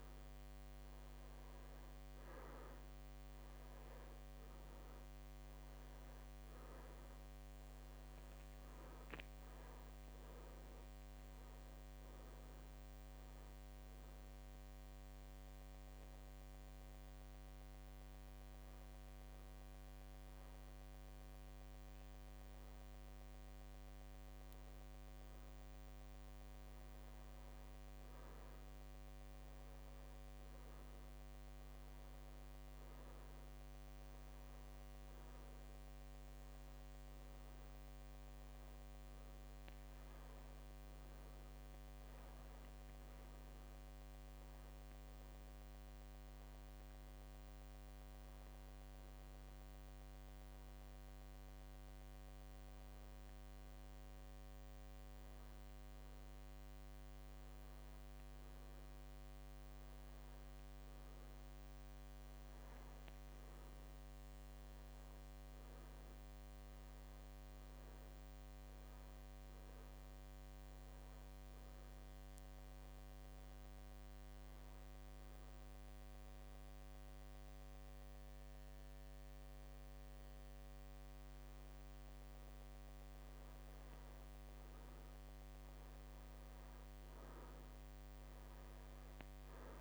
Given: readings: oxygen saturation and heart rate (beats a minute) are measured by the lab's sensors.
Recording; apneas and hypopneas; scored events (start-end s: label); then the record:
a person awake in a sleep study, hard to hear, by a microphone on the trachea; none
9.00-11.00 s: long interval between heartbeats (device-marked)
11.50-13.50 s: long interval between heartbeats (device-marked, heart rate 47 before, 26 extreme)
46.00-48.00 s: long interval between heartbeats (device-marked, heart rate 49 before, 52 extreme)
From the record:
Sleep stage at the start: awake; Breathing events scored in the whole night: 301 in 3.3 hours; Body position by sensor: on the back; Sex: male